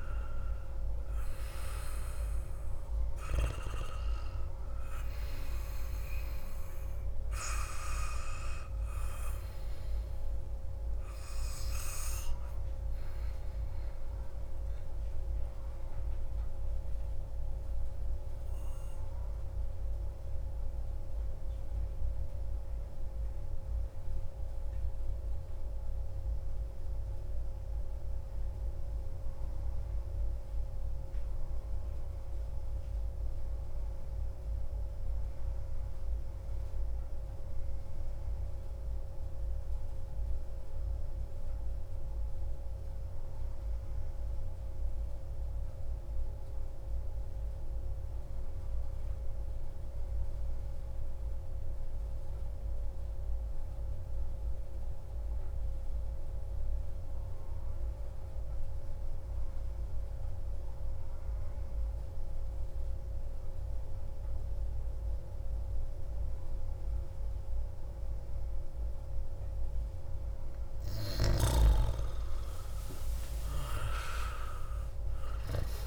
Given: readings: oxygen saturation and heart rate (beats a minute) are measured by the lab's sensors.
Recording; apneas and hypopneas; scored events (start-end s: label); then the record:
breathing in sleep by a room microphone; 1
0.00-15.00 s: oxygen desaturation (device-marked, oxygen 86% lowest)
17.50-70.50 s: mixed apnea (oxygen 98% before, 88% lowest)
48.00-75.87 s: oxygen desaturation (device-marked, oxygen 97% before, 88% lowest)
72.00-75.87 s: arousal
From the record:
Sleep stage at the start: N2 (light sleep); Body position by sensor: on the back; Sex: male